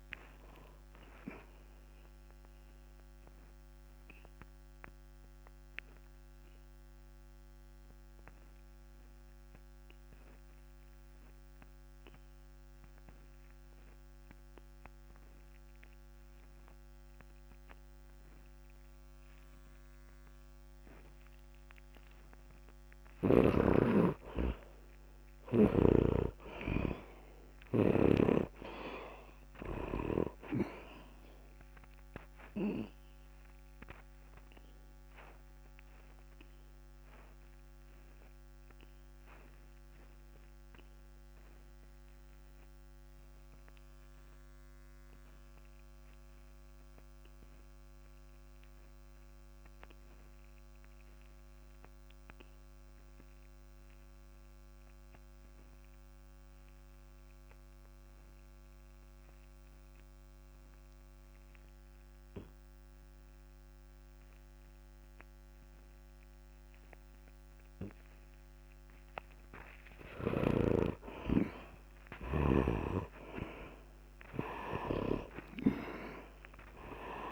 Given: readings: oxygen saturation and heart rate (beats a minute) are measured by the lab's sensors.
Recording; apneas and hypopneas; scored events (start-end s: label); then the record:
breathing in sleep by a microphone on the trachea; 2
0.00-10.50 s: oxygen desaturation (device-marked, oxygen 74% lowest, heart rate 57 extreme)
2.50-23.00 s: obstructive apnea (oxygen 100% before, 74% lowest, heart rate 66 before, 57 extreme, up 1 after)
20.50-47.50 s: oxygen desaturation (device-marked, oxygen 100% before, 75% lowest, heart rate 68 before, 46 extreme)
24.50-29.00 s: arousal
32.50-69.50 s: obstructive apnea (oxygen 100% before, 73% lowest, heart rate 61 before, 46 extreme, up 9 after)
58.50-77.32 s: oxygen desaturation (device-marked, oxygen 99% before, 73% lowest, heart rate 64 before, 46 extreme)
67.50-77.32 s: new sleep stage, awake
From the record:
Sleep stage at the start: N2 (light sleep); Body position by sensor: on the back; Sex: male